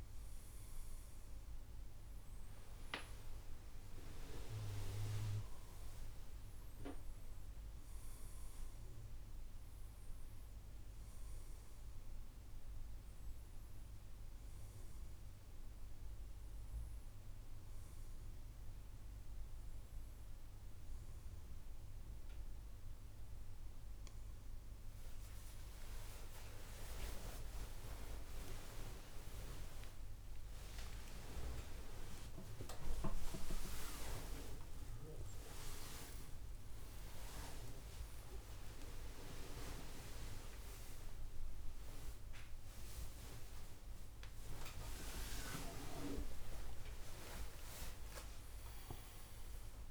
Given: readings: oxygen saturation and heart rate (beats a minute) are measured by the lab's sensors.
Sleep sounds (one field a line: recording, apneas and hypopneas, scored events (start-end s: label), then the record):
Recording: a person awake in a sleep study, by a room microphone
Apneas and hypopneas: none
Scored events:
0.00-11.50 s: oxygen desaturation (device-marked, oxygen 93% lowest, heart rate 68 extreme)
19.50-49.91 s: new sleep stage, awake
From the record:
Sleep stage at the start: N2 (light sleep)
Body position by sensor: on the back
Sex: male